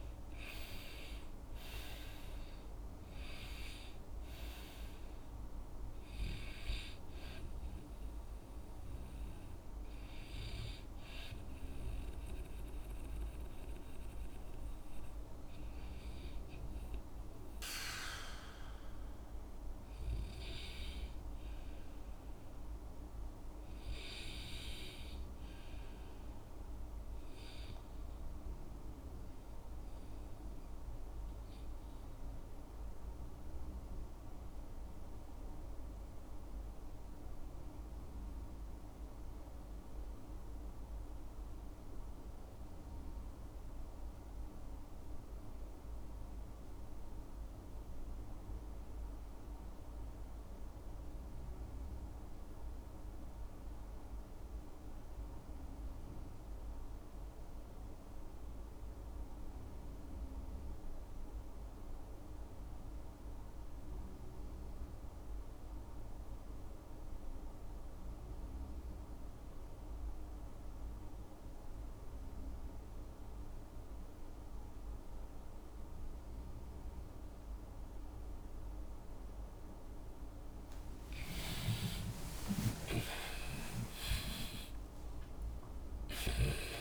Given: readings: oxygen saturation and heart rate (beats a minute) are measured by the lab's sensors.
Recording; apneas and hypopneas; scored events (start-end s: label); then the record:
breathing in sleep by a room microphone; 1
0.00-26.00 s: oxygen desaturation (device-marked, oxygen 76% lowest, heart rate 52 extreme)
32.00-78.50 s: obstructive apnea (oxygen 99% before, 73% lowest, heart rate 62 before, 52 extreme, up 39 after)
54.00-86.81 s: oxygen desaturation (device-marked, oxygen 96% before, 73% lowest, heart rate 54 before, 54 extreme)
81.00-85.50 s: arousal
From the record:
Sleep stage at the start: REM sleep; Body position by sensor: on the back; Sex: male